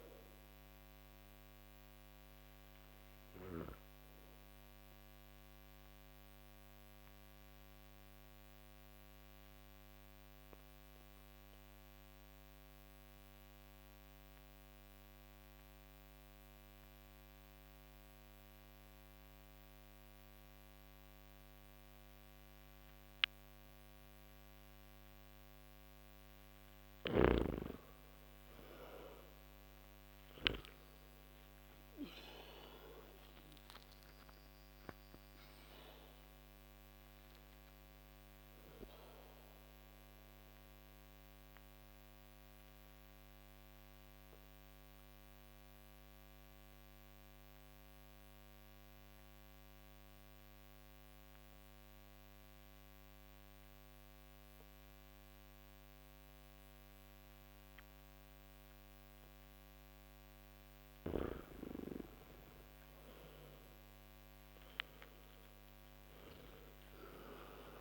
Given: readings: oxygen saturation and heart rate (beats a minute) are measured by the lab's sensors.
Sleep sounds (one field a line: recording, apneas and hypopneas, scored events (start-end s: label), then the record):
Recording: breathing in sleep by a microphone on the trachea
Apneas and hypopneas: 2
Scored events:
0.00-19.00 s: oxygen desaturation (device-marked, oxygen 88% lowest)
1.50-25.50 s: obstructive apnea (oxygen 97% before, 86% lowest)
30.00-59.00 s: oxygen desaturation (device-marked, oxygen 98% before, 86% lowest)
30.50-34.50 s: arousal
39.50-60.00 s: mixed apnea (oxygen 98% before, 86% lowest)
62.50-66.00 s: arousal
From the record:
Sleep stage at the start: N2 (light sleep)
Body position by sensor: on the back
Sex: male